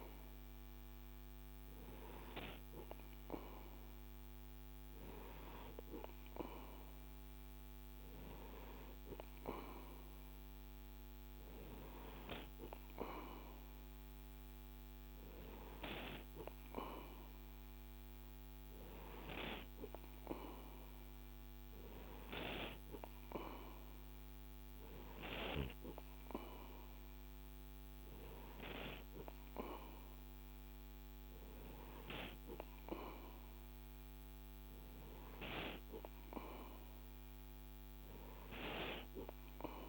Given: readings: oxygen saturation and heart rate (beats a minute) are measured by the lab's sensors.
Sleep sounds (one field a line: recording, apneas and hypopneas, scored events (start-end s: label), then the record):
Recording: breathing in sleep by a microphone on the trachea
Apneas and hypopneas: none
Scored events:
none scored
From the record:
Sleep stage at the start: N2 (light sleep)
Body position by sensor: on the right side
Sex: male